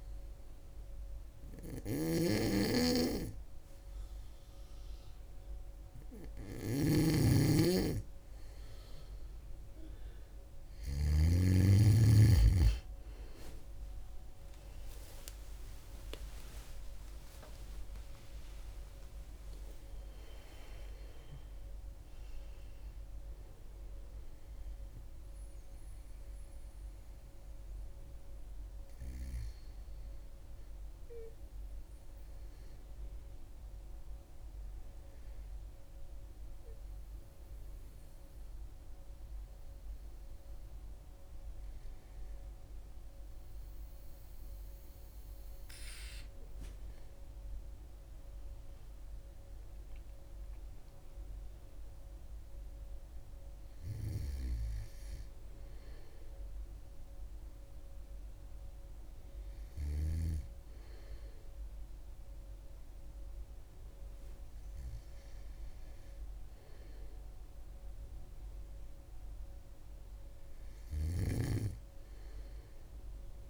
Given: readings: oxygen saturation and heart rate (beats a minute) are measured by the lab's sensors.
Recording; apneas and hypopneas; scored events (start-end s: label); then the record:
breathing in sleep by a room microphone; none
0.00-11.00 s: snoring (device-marked)
15.00-18.50 s: arousal
33.50-73.50 s: new sleep stage, N2 (light sleep)
70.50-73.50 s: snoring (device-marked)
From the record:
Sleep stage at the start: N3 (deep sleep); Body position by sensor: on the back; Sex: female